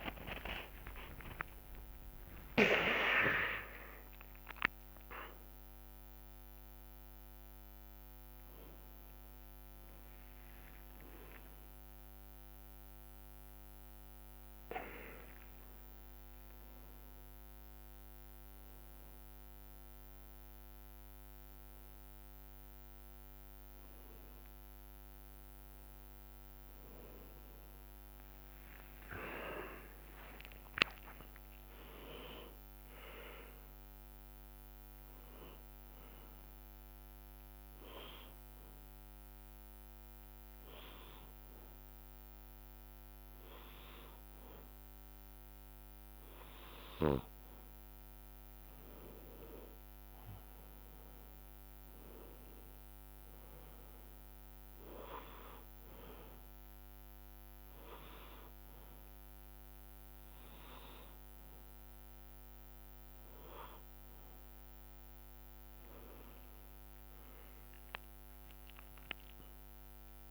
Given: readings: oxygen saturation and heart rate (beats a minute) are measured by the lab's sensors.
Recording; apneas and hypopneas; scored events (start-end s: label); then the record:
a person partly awake in a sleep study, by a microphone on the trachea; 1
0.00-1.50 s: long interval between heartbeats (device-marked, heart rate 85 extreme)
0.00-4.00 s: tachycardia (device-marked, heart rate 117 extreme)
0.00-15.00 s: drop in pulse transit time (device-marked, heart rate 75 extreme)
18.00-24.00 s: oxygen desaturation (device-marked, oxygen 96% before, 92% lowest, heart rate 91 before, 60 extreme)
25.00-70.31 s: new sleep stage, N1 (lightest sleep)
38.00-48.00 s: hypopnea (oxygen 97% before, 92% lowest, heart rate 70 before, 60 extreme, up 8 after)
From the record:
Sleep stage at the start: awake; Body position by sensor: on the back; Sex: male